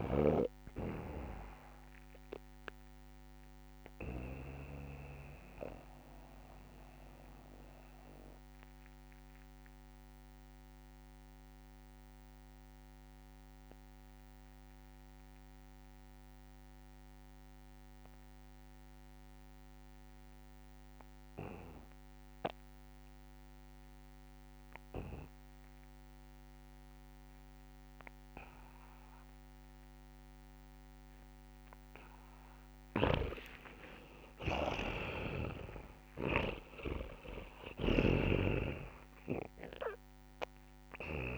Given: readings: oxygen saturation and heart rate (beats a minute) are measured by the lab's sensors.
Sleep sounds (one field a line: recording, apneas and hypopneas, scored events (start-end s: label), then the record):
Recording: breathing in sleep by a microphone on the trachea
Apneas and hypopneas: 1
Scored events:
0.00-1.50 s: long interval between heartbeats (device-marked, heart rate 67 extreme)
0.00-4.50 s: snoring (device-marked)
0.00-17.00 s: oxygen desaturation (device-marked, oxygen 81% lowest, heart rate 38 extreme)
3.00-5.00 s: long interval between heartbeats (device-marked, heart rate 65 before, 49 extreme)
4.50-33.00 s: mixed apnea (oxygen 94% before, 81% lowest, heart rate 64 before, 38 extreme)
30.00-41.38 s: oxygen desaturation (device-marked, oxygen 99% before, 81% lowest, heart rate 69 before, 38 extreme)
34.00-37.00 s: arousal
35.50-37.50 s: long interval between heartbeats (device-marked, heart rate 68 before, 58 extreme)
From the record:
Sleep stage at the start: N2 (light sleep)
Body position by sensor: on the back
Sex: male